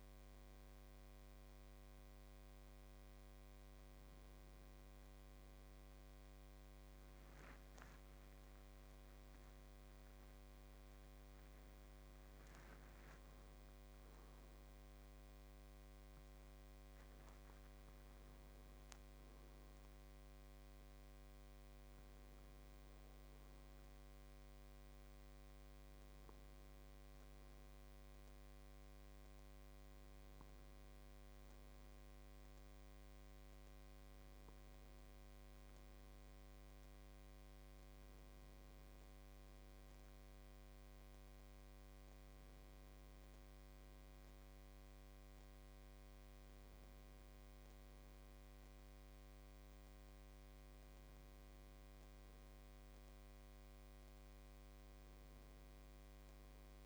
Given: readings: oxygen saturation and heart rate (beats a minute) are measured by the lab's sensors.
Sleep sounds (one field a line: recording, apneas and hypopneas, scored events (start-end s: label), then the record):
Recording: breathing in sleep, hard to hear, by a microphone on the trachea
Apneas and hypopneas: none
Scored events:
7.50-12.00 s: arousal
From the record:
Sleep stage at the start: N1 (lightest sleep)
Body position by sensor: on the left side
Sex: male